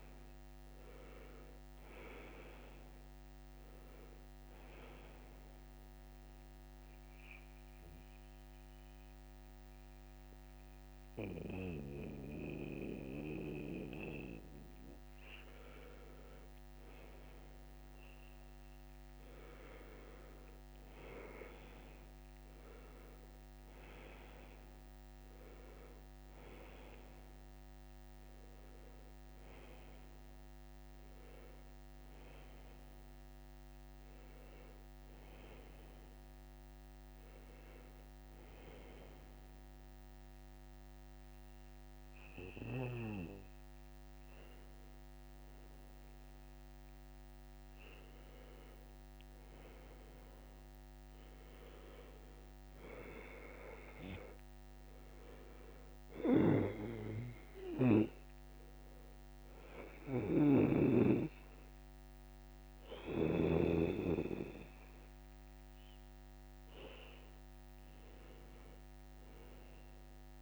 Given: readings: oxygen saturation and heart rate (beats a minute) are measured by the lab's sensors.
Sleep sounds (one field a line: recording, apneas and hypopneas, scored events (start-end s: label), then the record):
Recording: breathing in sleep by a microphone on the trachea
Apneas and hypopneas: 2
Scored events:
0.00-1.50 s: arousal
5.00-16.00 s: obstructive apnea (oxygen 97% before, 90% lowest, heart rate 74 before, 71 extreme, up 1 after)
8.50-22.50 s: oxygen desaturation (device-marked, oxygen 97% before, 90% lowest, heart rate 75 before, 71 extreme)
22.00-27.50 s: arousal
37.50-48.00 s: hypopnea (oxygen 97% before, 92% lowest, heart rate 74 before, 73 extreme, up 0 after)
50.00-55.00 s: arousal
62.50-70.42 s: oxygen desaturation (device-marked, oxygen 96% before, 92% lowest, heart rate 73 before, 73 extreme)
From the record:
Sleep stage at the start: N1 (lightest sleep)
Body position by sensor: on the back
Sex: male